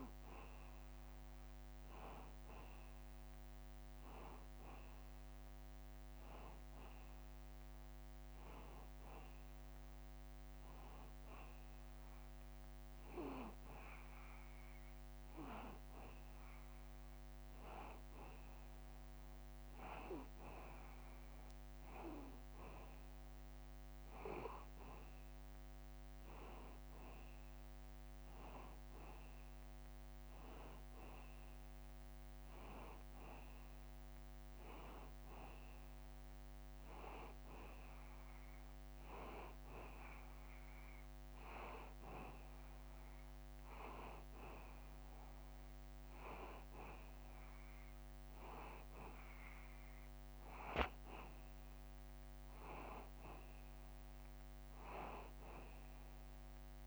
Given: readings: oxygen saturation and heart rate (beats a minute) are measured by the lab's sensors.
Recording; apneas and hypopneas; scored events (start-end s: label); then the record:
breathing in sleep by a microphone on the trachea; none
none scored
From the record:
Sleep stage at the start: N2 (light sleep); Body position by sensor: on the back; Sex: male